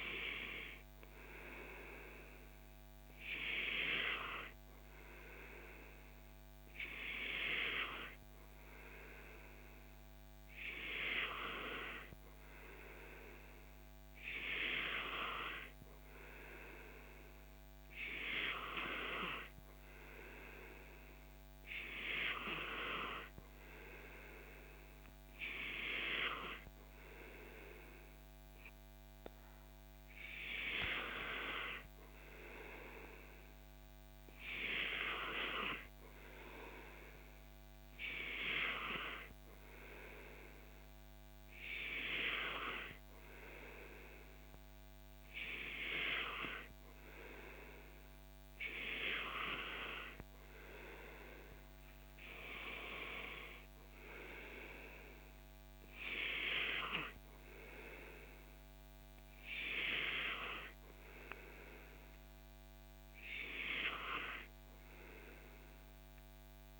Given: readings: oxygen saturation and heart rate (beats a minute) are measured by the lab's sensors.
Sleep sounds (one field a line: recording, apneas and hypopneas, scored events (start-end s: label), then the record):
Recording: breathing in sleep by a microphone on the trachea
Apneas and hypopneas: none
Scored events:
none scored
From the record:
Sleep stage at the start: N2 (light sleep)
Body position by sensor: on the back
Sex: male